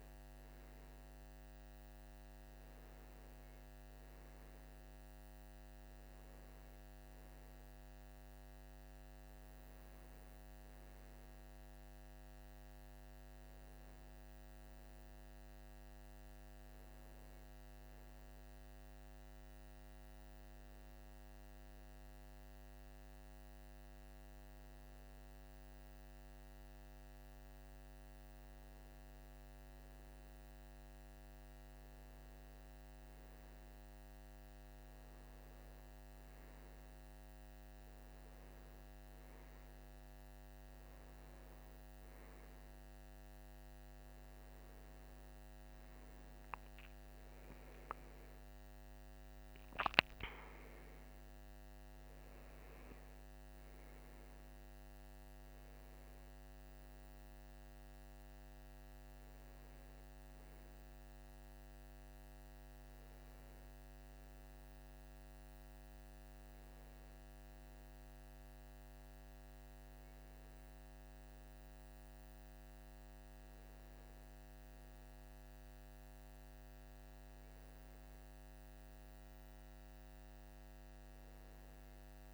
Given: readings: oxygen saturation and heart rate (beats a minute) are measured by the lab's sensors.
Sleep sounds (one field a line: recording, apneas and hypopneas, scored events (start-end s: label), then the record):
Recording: breathing in sleep, hard to hear, by a microphone on the trachea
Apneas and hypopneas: none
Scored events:
none scored
From the record:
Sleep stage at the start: N2 (light sleep)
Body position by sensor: on the right side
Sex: male